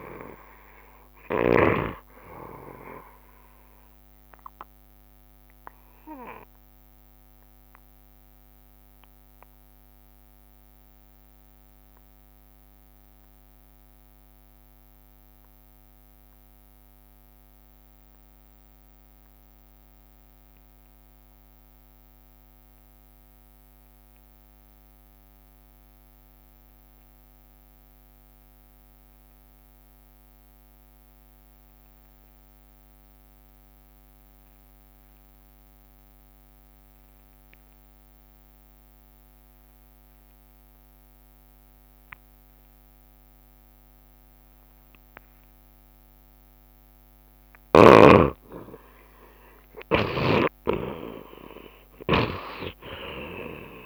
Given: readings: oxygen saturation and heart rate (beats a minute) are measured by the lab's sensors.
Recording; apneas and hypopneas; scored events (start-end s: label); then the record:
breathing in sleep by a microphone on the trachea; 1
0.00-15.50 s: oxygen desaturation (device-marked, oxygen 69% lowest, heart rate 67 extreme)
5.00-46.00 s: obstructive apnea (oxygen 83% before, 68% lowest, heart rate 73 before, 67 extreme, up 4 after)
30.50-53.86 s: oxygen desaturation (device-marked, oxygen 92% before, 68% lowest, heart rate 68 before, 66 extreme)
48.00-51.50 s: arousal
50.50-53.86 s: snoring (device-marked)
From the record:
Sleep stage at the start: N2 (light sleep); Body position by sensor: on the back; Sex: male